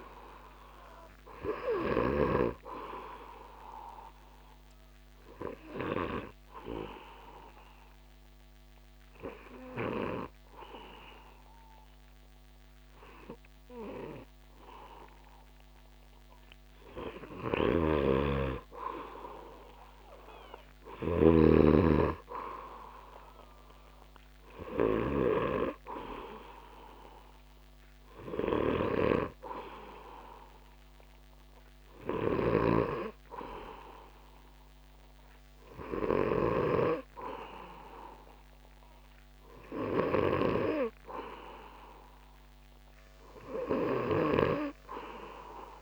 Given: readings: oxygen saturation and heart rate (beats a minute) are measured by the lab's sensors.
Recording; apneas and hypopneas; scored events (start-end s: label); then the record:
breathing in sleep by a microphone on the trachea; 1
0.00-1.00 s: arousal
5.00-17.50 s: obstructive apnea (oxygen 98% before, 95% lowest)
14.50-27.50 s: oxygen desaturation (device-marked, oxygen 100% before, 95% lowest)
17.00-25.00 s: snoring (device-marked)
19.00-22.00 s: arousal
32.00-36.00 s: snoring (device-marked)
From the record:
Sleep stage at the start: N2 (light sleep); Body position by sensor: on the back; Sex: male